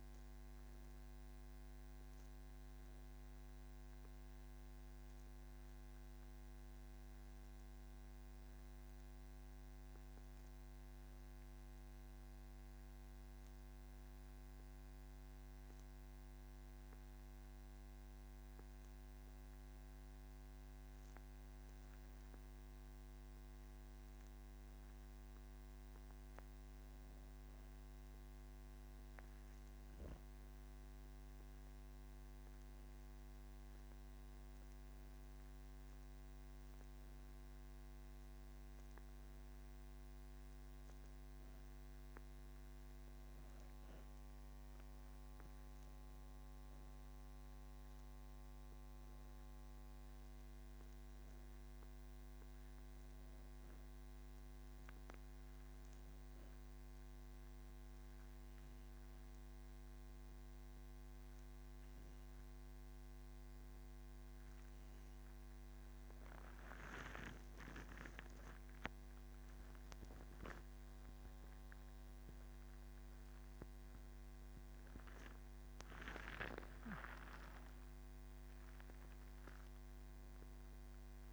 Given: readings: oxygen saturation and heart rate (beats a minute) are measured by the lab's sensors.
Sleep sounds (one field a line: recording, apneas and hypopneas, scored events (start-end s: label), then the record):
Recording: breathing in sleep, hard to hear, by a microphone on the trachea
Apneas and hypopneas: 2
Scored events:
0.00-25.50 s: oxygen desaturation (device-marked, oxygen 89% lowest, heart rate 29 extreme)
7.00-24.00 s: hypopnea (oxygen 96% before, 89% lowest, heart rate 50 before, 47 extreme, up 19 after)
39.50-65.50 s: oxygen desaturation (device-marked, oxygen 95% before, 90% lowest, heart rate 60 before, 32 extreme)
57.00-67.50 s: obstructive apnea (oxygen 95% before, 90% lowest, heart rate 55 before, 32 extreme, up 10 after)
74.50-81.32 s: new sleep stage, N2 (light sleep)
From the record:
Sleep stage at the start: N1 (lightest sleep)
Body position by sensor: on the back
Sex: female